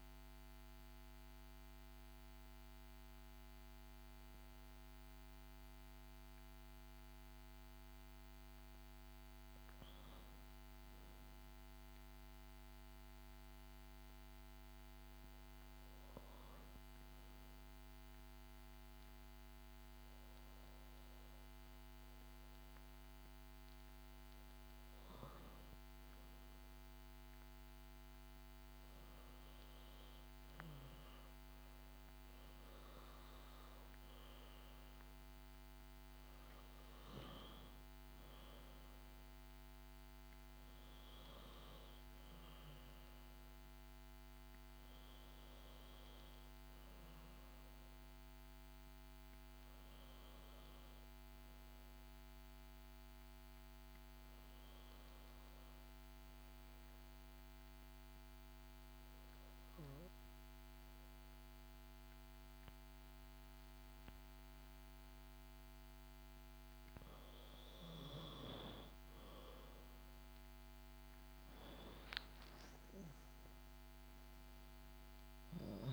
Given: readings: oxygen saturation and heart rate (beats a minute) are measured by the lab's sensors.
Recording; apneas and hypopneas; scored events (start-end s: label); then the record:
breathing in sleep, hard to hear, by a microphone on the trachea; 2
0.50-11.00 s: mixed apnea (oxygen 95% before, 91% lowest, heart rate 65 before, 52 extreme, up 6 after)
2.50-14.50 s: oxygen desaturation (device-marked, oxygen 94% before, 91% lowest, heart rate 64 before, 52 extreme)
12.50-15.50 s: arousal
39.00-42.50 s: arousal
48.50-68.00 s: obstructive apnea (oxygen 96% before, 91% lowest, heart rate 61 before, 54 extreme, up 4 after)
70.50-74.50 s: arousal
From the record:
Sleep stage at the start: N2 (light sleep); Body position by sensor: on the back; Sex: female